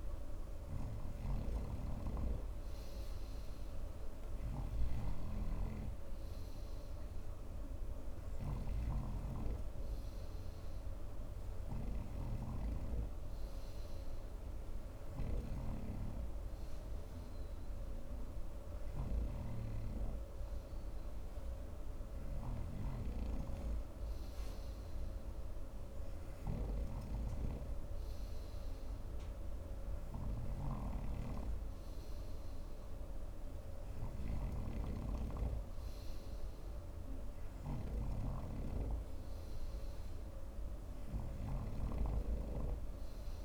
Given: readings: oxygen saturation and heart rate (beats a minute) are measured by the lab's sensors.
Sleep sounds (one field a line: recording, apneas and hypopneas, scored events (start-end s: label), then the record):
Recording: breathing in sleep by a room microphone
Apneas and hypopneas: none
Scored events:
0.00-43.44 s: snoring (device-marked)
From the record:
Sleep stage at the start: N3 (deep sleep)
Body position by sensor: on the front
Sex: male